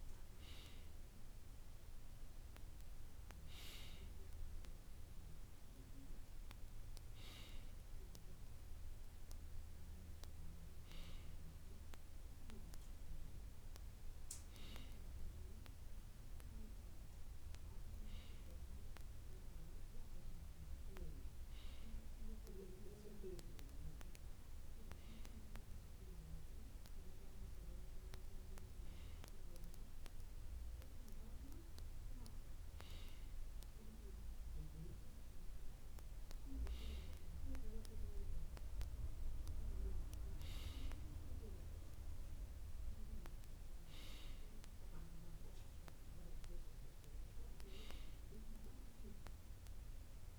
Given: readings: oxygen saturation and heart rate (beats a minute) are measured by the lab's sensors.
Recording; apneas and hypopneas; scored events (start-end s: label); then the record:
breathing in sleep by a room microphone; none
none scored
From the record:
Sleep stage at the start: N2 (light sleep); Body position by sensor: on the right side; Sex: male